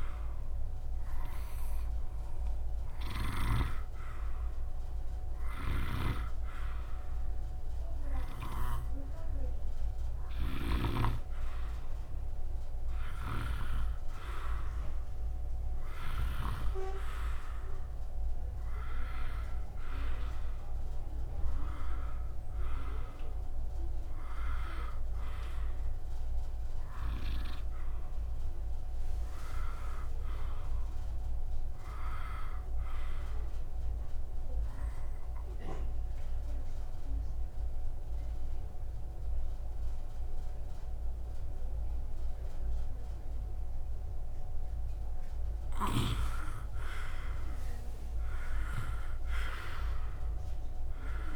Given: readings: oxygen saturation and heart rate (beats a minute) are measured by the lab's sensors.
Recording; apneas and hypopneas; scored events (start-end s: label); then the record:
breathing in sleep by a room microphone; 2
0.00-11.00 s: snoring (device-marked)
0.00-16.50 s: oxygen desaturation (device-marked, oxygen 89% lowest, heart rate 66 extreme)
1.50-12.00 s: hypopnea (oxygen 96% before, 85% lowest, heart rate 67 before, 66 extreme, up 2 after)
15.50-21.00 s: arousal
34.50-45.50 s: obstructive apnea (oxygen 97% before, 85% lowest, heart rate 67 before, 62 extreme)
47.00-51.36 s: arousal
From the record:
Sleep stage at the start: N2 (light sleep); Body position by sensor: on the right side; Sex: male